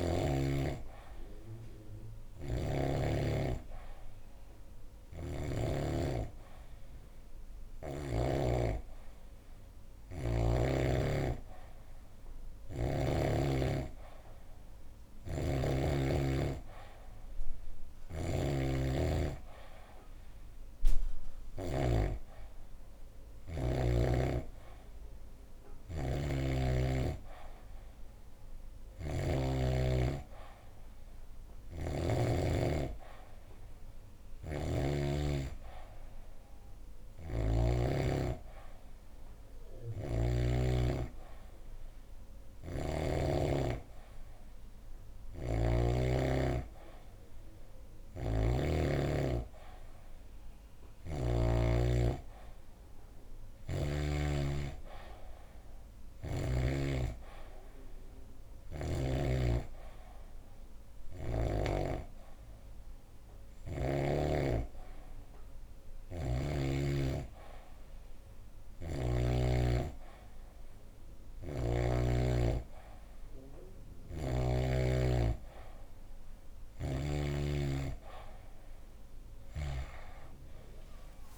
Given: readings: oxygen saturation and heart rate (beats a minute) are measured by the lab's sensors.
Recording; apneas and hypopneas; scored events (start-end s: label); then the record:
breathing in sleep by a room microphone; none
0.00-5.50 s: snoring (device-marked)
17.50-21.50 s: snoring (device-marked)
28.50-32.00 s: snoring (device-marked)
34.00-37.50 s: snoring (device-marked)
39.50-43.00 s: snoring (device-marked)
45.00-48.50 s: snoring (device-marked)
53.00-56.50 s: snoring (device-marked)
73.50-77.00 s: snoring (device-marked)
From the record:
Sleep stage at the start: N2 (light sleep); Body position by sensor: on the back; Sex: female